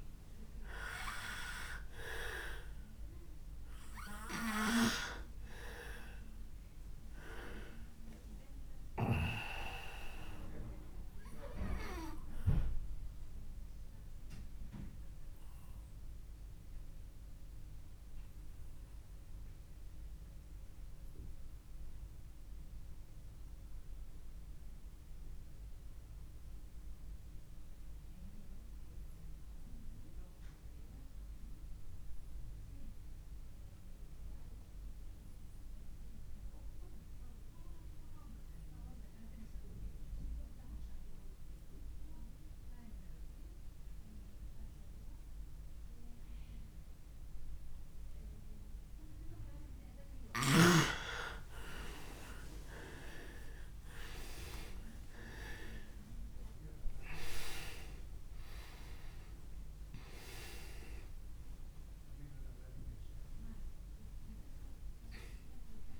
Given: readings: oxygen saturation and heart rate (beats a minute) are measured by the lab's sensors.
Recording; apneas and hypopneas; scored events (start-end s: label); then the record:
breathing in sleep by a room microphone; 1
5.00-28.00 s: oxygen desaturation (device-marked, oxygen 99% before, 93% lowest)
10.00-48.50 s: obstructive apnea (oxygen 99% before, 85% lowest)
44.00-66.00 s: oxygen desaturation (device-marked, oxygen 98% before, 85% lowest, heart rate 37 before, 26 extreme)
51.50-56.50 s: arousal
From the record:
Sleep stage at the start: N2 (light sleep); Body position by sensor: on the back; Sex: male